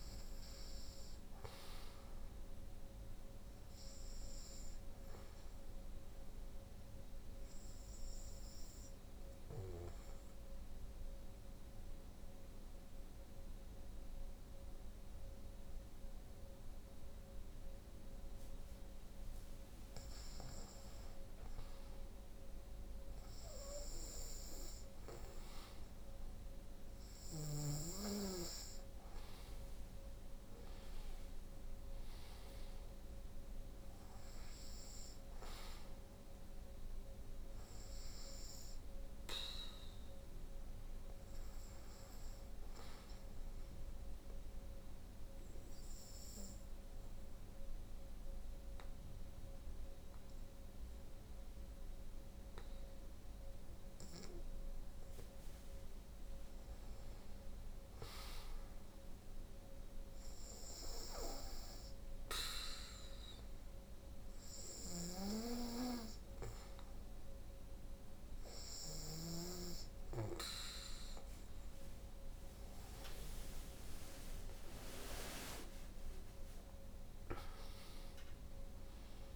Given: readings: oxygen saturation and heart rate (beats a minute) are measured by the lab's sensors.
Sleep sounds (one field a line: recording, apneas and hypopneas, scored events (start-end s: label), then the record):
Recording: breathing in sleep by a room microphone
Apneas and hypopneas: 2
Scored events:
0.00-5.50 s: oxygen desaturation (device-marked, oxygen 88% lowest, heart rate 63 extreme)
7.00-19.50 s: obstructive apnea (oxygen 94% before, 87% lowest, heart rate 69 before, 67 extreme, up 6 after)
22.00-26.00 s: arousal
26.50-49.50 s: oxygen desaturation (device-marked, oxygen 94% before, 87% lowest, heart rate 68 before, 64 extreme)
43.50-54.50 s: obstructive apnea (oxygen 94% before, 89% lowest, heart rate 70 before, 64 extreme, up 7 after)
57.00-60.50 s: arousal
64.00-68.50 s: snoring (device-marked)
69.50-79.36 s: oxygen desaturation (device-marked, oxygen 94% before, 89% lowest, heart rate 67 before, 60 extreme)
From the record:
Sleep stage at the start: N2 (light sleep)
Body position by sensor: on the right side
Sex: female